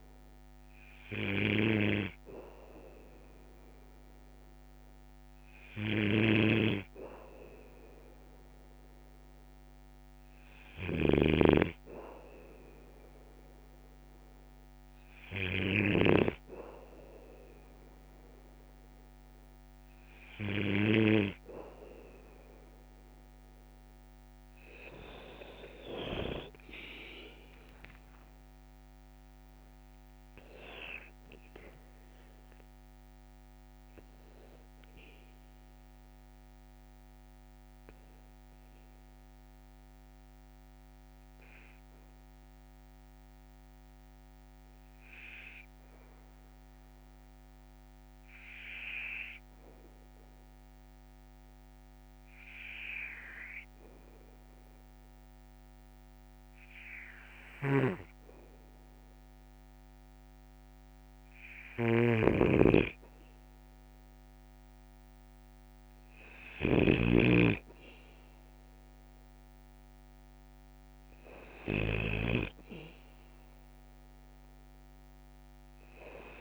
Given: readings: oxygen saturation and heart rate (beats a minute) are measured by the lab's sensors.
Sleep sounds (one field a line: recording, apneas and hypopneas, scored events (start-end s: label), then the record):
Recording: breathing in sleep by a microphone on the trachea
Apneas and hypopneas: 1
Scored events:
5.50-16.00 s: snoring (device-marked)
27.50-32.00 s: arousal
38.50-58.00 s: obstructive apnea (oxygen 97% before, 95% lowest, heart rate 61 before, 55 extreme, up 3 after)
57.00-76.41 s: snoring (device-marked)
58.00-62.00 s: arousal
70.00-76.41 s: oxygen desaturation (device-marked, oxygen 99% before, 95% lowest, heart rate 57 before, 56 extreme)
From the record:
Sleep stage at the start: N2 (light sleep)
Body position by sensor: on the back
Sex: male